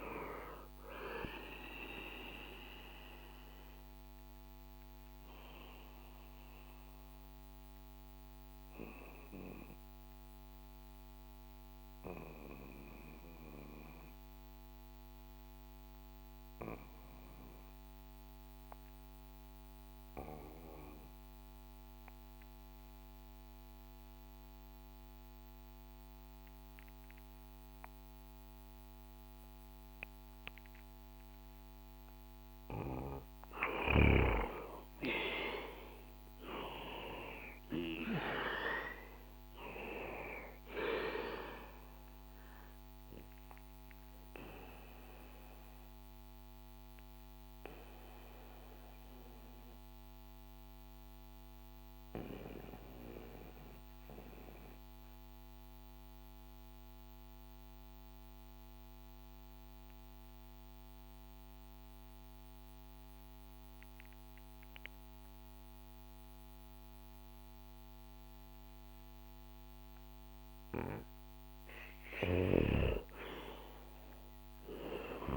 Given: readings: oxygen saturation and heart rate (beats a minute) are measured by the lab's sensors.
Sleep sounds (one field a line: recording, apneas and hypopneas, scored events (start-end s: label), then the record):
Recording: breathing in sleep by a microphone on the trachea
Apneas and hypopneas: 2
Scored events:
0.00-17.50 s: oxygen desaturation (device-marked, oxygen 91% lowest, heart rate 61 extreme)
4.00-32.50 s: mixed apnea (oxygen 98% before, 89% lowest, heart rate 69 before, 60 extreme, up 7 after)
33.00-37.00 s: arousal
33.50-60.50 s: oxygen desaturation (device-marked, oxygen 98% before, 89% lowest, heart rate 66 before, 60 extreme)
43.00-71.00 s: obstructive apnea (oxygen 98% before, 89% lowest, heart rate 68 before, 60 extreme, up 6 after)
74.00-75.37 s: arousal
From the record:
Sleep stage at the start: N2 (light sleep)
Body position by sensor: on the back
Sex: male